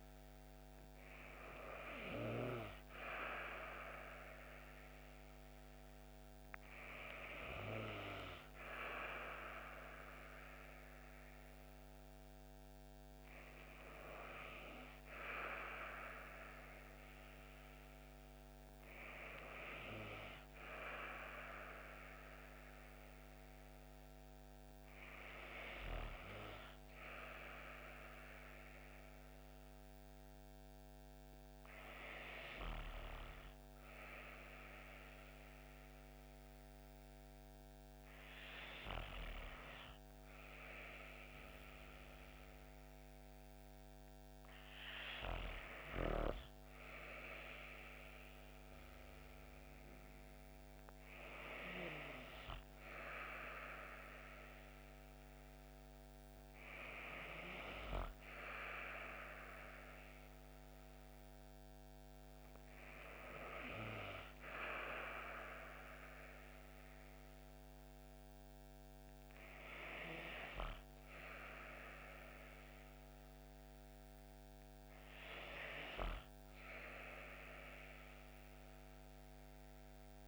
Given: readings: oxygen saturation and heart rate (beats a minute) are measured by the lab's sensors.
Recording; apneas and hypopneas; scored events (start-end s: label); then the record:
breathing in sleep by a microphone on the trachea; 1
30.50-45.00 s: hypopnea (oxygen 96% before, 94% lowest)
46.50-51.00 s: arousal
From the record:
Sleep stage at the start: N2 (light sleep); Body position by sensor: on the back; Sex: female